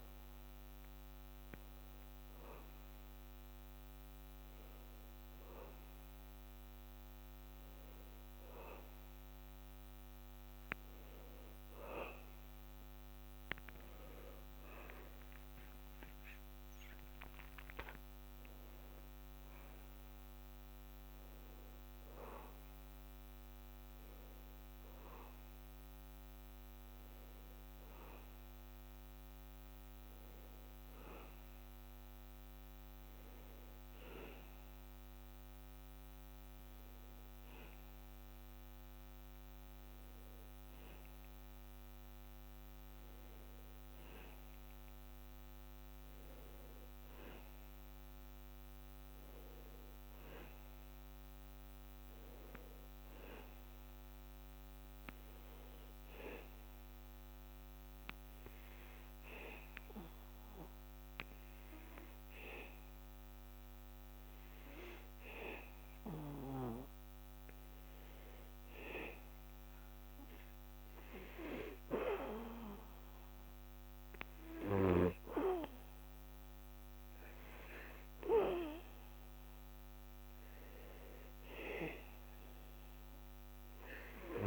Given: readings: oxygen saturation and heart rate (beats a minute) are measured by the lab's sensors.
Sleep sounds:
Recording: breathing in sleep by a microphone on the trachea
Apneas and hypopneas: 2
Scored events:
1.50-13.50 s: hypopnea (oxygen 99% before, 94% lowest, heart rate 86 before, 81 extreme, up 7 after)
15.00-18.00 s: arousal
24.00-84.47 s: new sleep stage, N2 (light sleep)
28.00-71.50 s: hypopnea (oxygen 98% before, 91% lowest, heart rate 87 before, 78 extreme, up 1 after)
74.00-78.00 s: arousal
From the record:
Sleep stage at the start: N1 (lightest sleep)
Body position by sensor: on the back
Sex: male

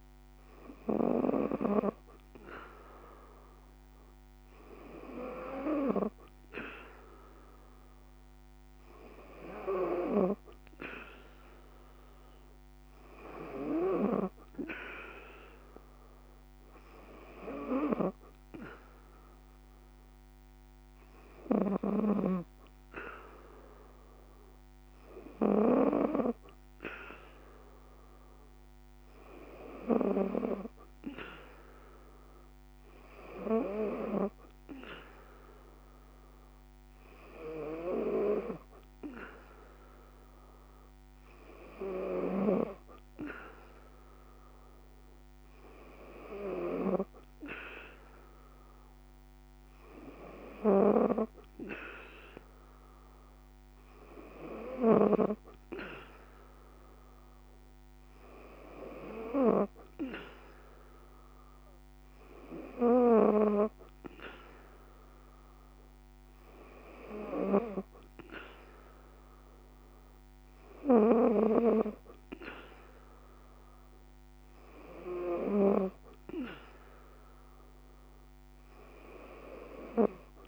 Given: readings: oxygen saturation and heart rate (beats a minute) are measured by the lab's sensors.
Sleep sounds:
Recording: breathing in sleep by a microphone on the trachea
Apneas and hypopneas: none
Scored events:
none scored
From the record:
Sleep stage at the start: N2 (light sleep)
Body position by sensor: on the back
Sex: female

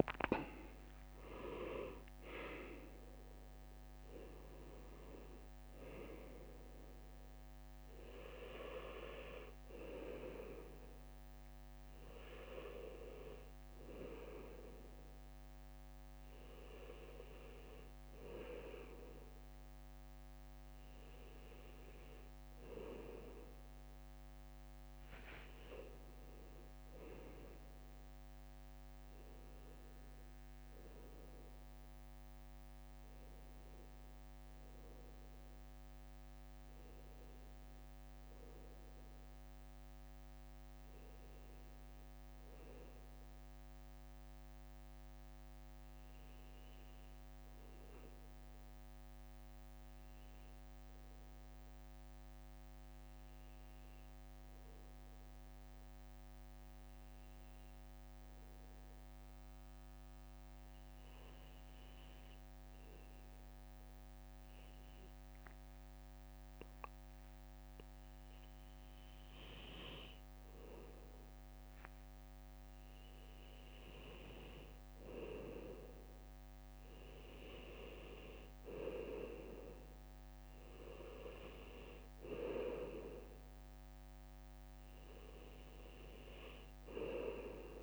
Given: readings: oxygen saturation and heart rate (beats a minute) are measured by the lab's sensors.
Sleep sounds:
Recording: breathing in sleep by a microphone on the trachea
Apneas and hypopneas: 1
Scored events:
3.00-8.00 s: arousal
7.00-27.00 s: bradycardia (device-marked, heart rate 59 before, 58 extreme)
32.00-60.00 s: bradycardia (device-marked, heart rate 59 before, 56 extreme)
40.00-43.50 s: arousal
48.00-71.00 s: obstructive apnea (oxygen 99% before, 96% lowest, heart rate 59 before, 58 extreme, up 1 after)
74.00-78.00 s: arousal
81.00-87.83 s: bradycardia (device-marked, heart rate 59 before, 58 extreme)
From the record:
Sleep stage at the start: N2 (light sleep)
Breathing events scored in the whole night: 215 in 4.7 hours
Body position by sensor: on the back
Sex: male

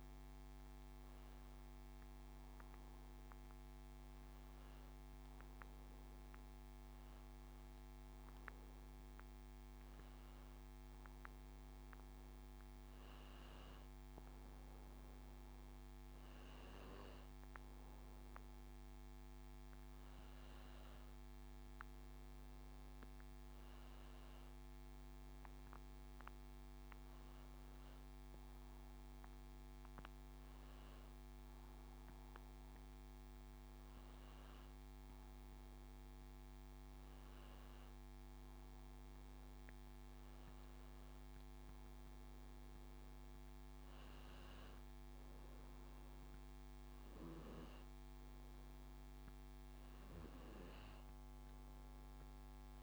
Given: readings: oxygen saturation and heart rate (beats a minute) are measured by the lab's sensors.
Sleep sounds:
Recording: breathing in sleep, hard to hear, by a microphone on the trachea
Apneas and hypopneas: none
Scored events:
0.00-4.00 s: oxygen desaturation (device-marked, oxygen 93% lowest, heart rate 82 extreme)
6.50-10.50 s: arousal
From the record:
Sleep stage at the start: N2 (light sleep)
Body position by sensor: on the back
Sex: male

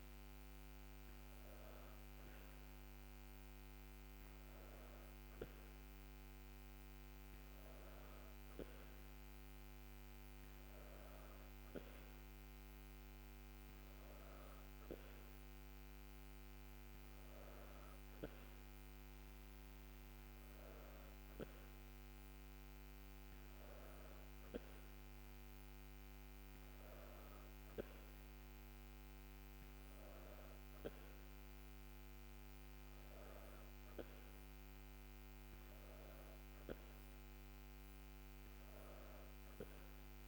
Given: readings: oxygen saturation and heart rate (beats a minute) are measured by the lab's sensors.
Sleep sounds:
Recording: breathing in sleep, hard to hear, by a microphone on the trachea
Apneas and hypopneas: none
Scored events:
none scored
From the record:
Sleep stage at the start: N2 (light sleep)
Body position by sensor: on the back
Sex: female

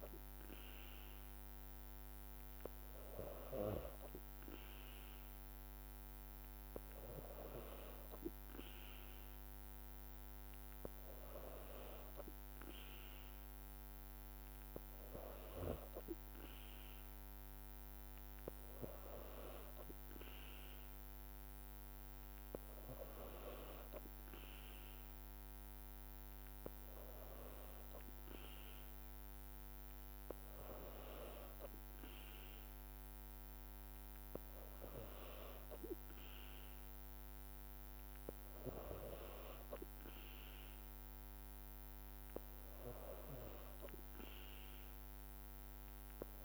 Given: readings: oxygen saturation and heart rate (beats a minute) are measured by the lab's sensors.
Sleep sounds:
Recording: breathing in sleep by a microphone on the trachea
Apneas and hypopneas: none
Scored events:
none scored
From the record:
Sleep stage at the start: N2 (light sleep)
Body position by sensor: on the back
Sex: female

